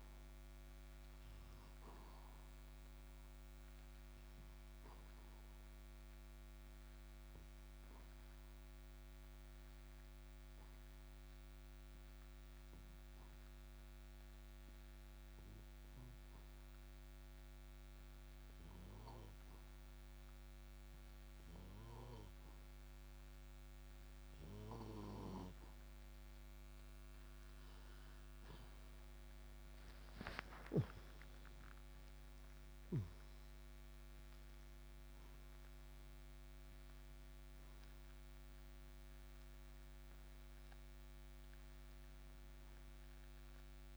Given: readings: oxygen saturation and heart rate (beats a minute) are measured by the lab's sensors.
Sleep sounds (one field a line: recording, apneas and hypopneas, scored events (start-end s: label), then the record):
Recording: breathing in sleep by a microphone on the trachea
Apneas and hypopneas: 1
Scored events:
0.50-21.50 s: oxygen desaturation (device-marked, oxygen 98% before, 92% lowest, heart rate 60 before, 57 extreme)
3.00-26.00 s: obstructive apnea (oxygen 98% before, 87% lowest, heart rate 61 before, 57 extreme, up 4 after)
31.00-37.00 s: arousal
33.50-43.97 s: oxygen desaturation (device-marked, oxygen 96% before, 87% lowest, heart rate 60 before, 56 extreme)
From the record:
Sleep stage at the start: N2 (light sleep)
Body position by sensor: on the right side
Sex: male